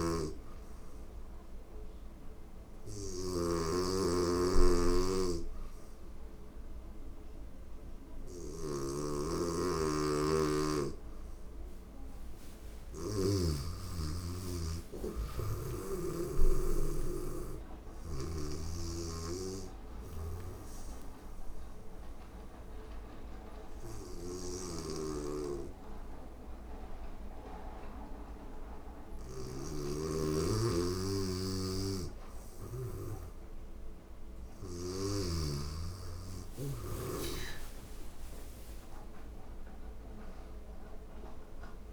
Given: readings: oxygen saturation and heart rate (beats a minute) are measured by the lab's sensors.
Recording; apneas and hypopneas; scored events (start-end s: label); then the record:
breathing in sleep by a room microphone; 1
0.00-8.00 s: snoring (device-marked)
17.50-29.00 s: snoring (device-marked)
17.50-36.50 s: oxygen desaturation (device-marked, oxygen 96% before, 91% lowest, heart rate 88 before, 82 extreme)
19.50-30.50 s: obstructive apnea (oxygen 97% before, 91% lowest, heart rate 88 before, 82 extreme, up 0 after)
31.00-34.50 s: snoring (device-marked)
38.50-41.93 s: oxygen desaturation (device-marked, oxygen 97% before, 91% lowest, heart rate 85 before, 88 extreme)
From the record:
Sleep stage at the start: N2 (light sleep); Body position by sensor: on the right side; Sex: female